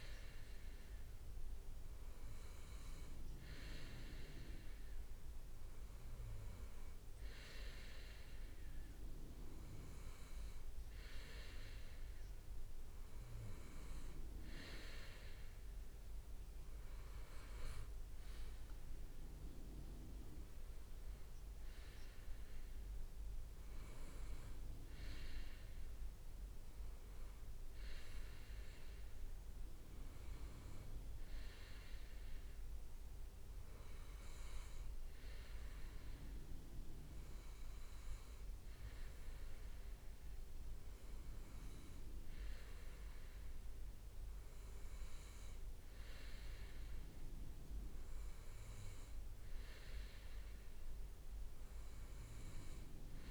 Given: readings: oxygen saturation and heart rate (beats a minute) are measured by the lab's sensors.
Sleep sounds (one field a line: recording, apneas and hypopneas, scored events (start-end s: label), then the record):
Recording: breathing in sleep by a room microphone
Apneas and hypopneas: none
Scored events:
14.00-16.50 s: leg movement (device-marked)
17.00-18.00 s: leg movement (device-marked)
From the record:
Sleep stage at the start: N2 (light sleep)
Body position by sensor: on the right side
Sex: male